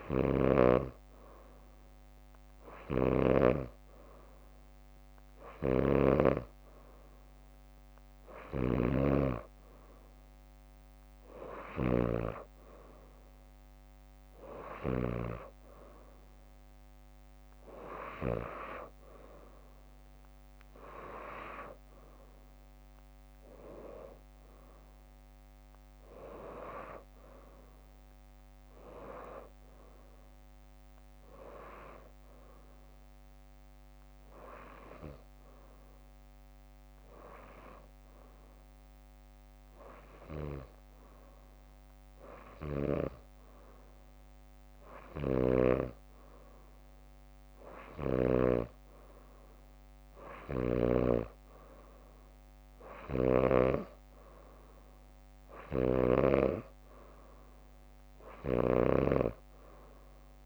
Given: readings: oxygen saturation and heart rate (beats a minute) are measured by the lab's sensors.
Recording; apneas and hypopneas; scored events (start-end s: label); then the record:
breathing in sleep by a microphone on the trachea; none
0.00-6.50 s: snoring (device-marked)
2.50-4.50 s: leg movement (device-marked)
8.50-12.00 s: snoring (device-marked)
14.00-15.50 s: leg movement (device-marked)
33.00-35.00 s: bradycardia (device-marked, heart rate 64 before, 61 extreme)
41.00-43.00 s: bradycardia (device-marked, heart rate 64 before, 62 extreme)
53.00-60.46 s: snoring (device-marked)
From the record:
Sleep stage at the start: N2 (light sleep); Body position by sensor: on the back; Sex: female